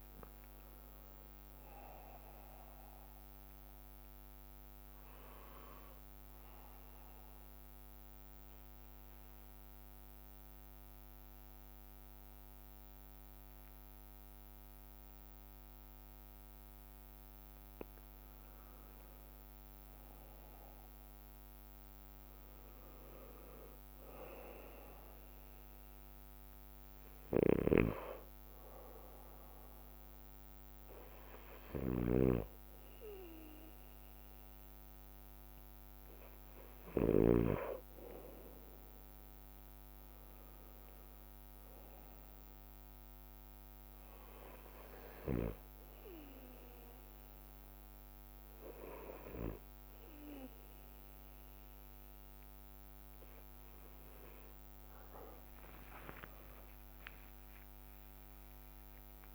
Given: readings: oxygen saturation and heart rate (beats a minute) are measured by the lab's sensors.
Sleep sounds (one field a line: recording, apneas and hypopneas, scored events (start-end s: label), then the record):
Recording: breathing in sleep by a microphone on the trachea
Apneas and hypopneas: 2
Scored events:
0.00-5.50 s: drop in pulse transit time (device-marked, heart rate 54 extreme)
0.00-5.50 s: oxygen desaturation (device-marked, oxygen 93% lowest, heart rate 56 extreme)
2.50-17.00 s: obstructive apnea (oxygen 96% before, 93% lowest, heart rate 60 before, 56 extreme, up 3 after)
4.50-41.50 s: bradycardia (device-marked, heart rate 56 before, 56 extreme)
18.50-22.50 s: arousal
27.50-37.50 s: snoring (device-marked)
43.00-54.00 s: hypopnea (oxygen 96% before, 93% lowest, heart rate 58 before, 28 extreme)
43.50-52.50 s: bradycardia (device-marked, heart rate 56 before, 55 extreme)
55.50-58.50 s: drop in pulse transit time (device-marked, heart rate 58 before, 77 extreme)
55.50-59.35 s: tachycardia (device-marked, heart rate 56 before, 105 extreme)
56.50-59.35 s: arousal
57.00-59.00 s: long interval between heartbeats (device-marked, heart rate 59 before, 94 extreme)
From the record:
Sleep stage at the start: N2 (light sleep)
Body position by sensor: on the right side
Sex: male